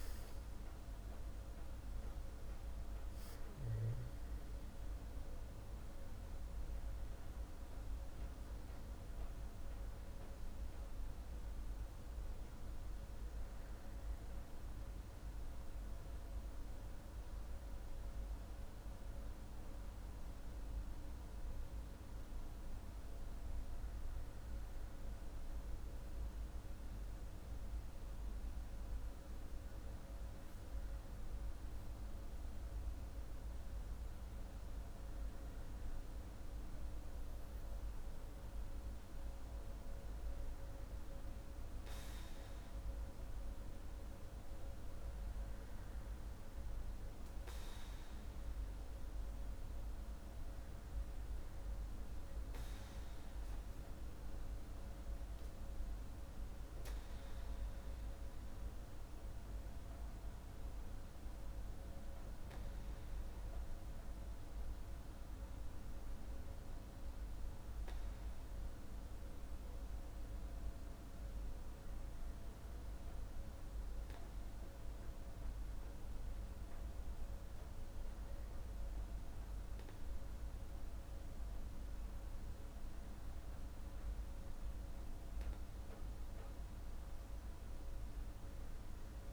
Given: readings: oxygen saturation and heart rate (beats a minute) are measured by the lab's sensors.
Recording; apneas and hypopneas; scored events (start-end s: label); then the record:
breathing in sleep, hard to hear, by a room microphone; 1
0.00-2.00 s: arousal
0.00-23.00 s: oxygen desaturation (device-marked, oxygen 93% lowest, heart rate 47 extreme)
17.00-39.00 s: hypopnea (oxygen 97% before, 94% lowest, heart rate 55 before, 48 extreme, up 1 after)
41.00-44.00 s: arousal
From the record:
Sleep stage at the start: N2 (light sleep); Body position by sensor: on the back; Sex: male